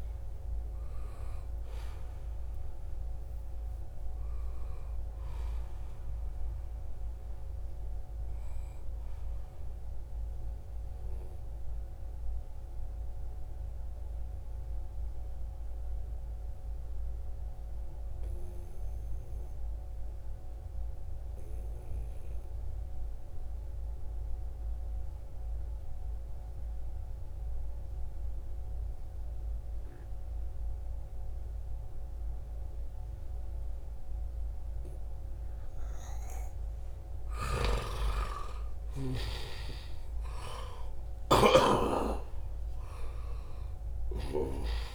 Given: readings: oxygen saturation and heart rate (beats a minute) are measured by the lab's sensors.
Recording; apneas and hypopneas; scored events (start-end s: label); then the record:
breathing in sleep by a room microphone; 1
2.00-5.00 s: oxygen desaturation (device-marked, oxygen 95% before, 90% lowest, heart rate 76 before, 68 extreme)
9.00-36.00 s: obstructive apnea (oxygen 97% before, 87% lowest, heart rate 81 before, 65 extreme, up 9 after)
31.00-44.95 s: oxygen desaturation (device-marked, oxygen 96% before, 91% lowest, heart rate 72 before, 66 extreme)
36.50-44.00 s: snoring (device-marked)
37.50-42.00 s: arousal
From the record:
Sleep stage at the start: N2 (light sleep); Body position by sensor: on the right side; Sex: male